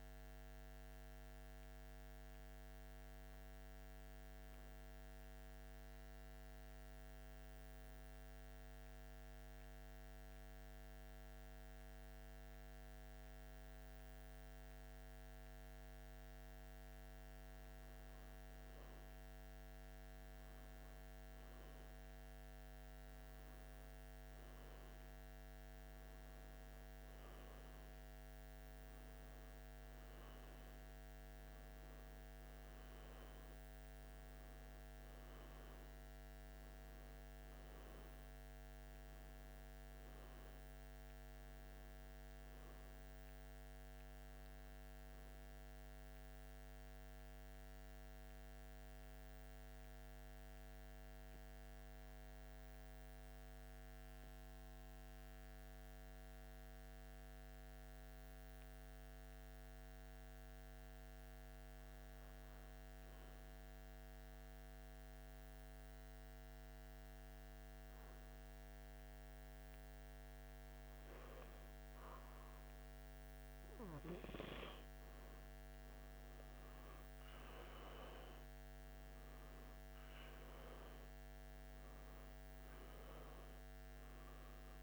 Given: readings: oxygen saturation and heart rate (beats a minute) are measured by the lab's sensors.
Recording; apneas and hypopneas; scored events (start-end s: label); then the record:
breathing in sleep, hard to hear, by a microphone on the trachea; 2
0.00-31.50 s: oxygen desaturation (device-marked, oxygen 90% lowest, heart rate 81 extreme)
0.50-16.00 s: hypopnea (oxygen 97% before, 89% lowest, heart rate 82 before, 81 extreme, up 0 after)
17.50-22.50 s: arousal
47.00-73.00 s: hypopnea (oxygen 91% before, 88% lowest, heart rate 82 before, 77 extreme, up 4 after)
76.00-81.00 s: arousal
From the record:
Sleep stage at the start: N1 (lightest sleep); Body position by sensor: on the back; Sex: male